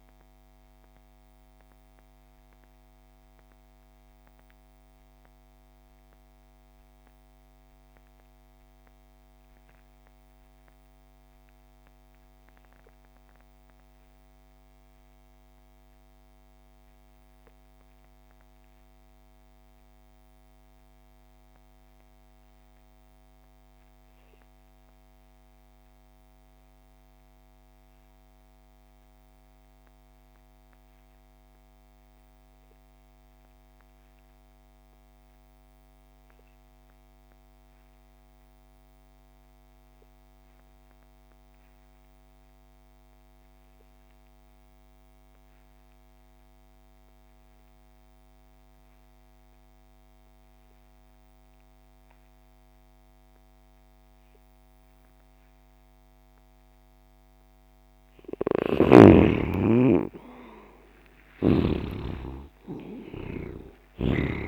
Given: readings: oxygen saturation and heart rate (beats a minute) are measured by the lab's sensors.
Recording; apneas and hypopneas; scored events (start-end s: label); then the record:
breathing in sleep by a microphone on the trachea; 1
0.00-14.50 s: oxygen desaturation (device-marked, oxygen 70% lowest)
0.50-58.00 s: mixed apnea (oxygen 93% before, 65% lowest)
28.50-64.48 s: oxygen desaturation (device-marked, oxygen 98% before, 65% lowest)
58.00-61.50 s: snoring (device-marked)
60.00-64.48 s: arousal
From the record:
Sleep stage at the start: REM sleep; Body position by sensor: on the left side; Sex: male